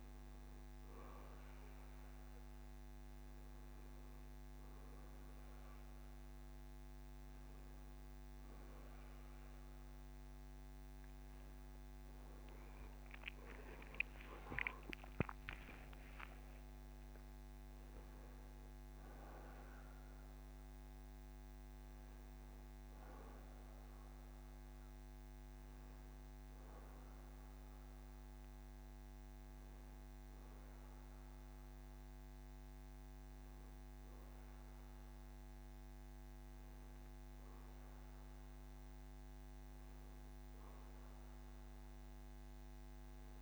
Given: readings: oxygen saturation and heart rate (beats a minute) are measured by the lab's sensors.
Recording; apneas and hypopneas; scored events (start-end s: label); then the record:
breathing in sleep, hard to hear, by a microphone on the trachea; none
none scored
From the record:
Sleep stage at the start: N1 (lightest sleep); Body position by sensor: on the back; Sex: male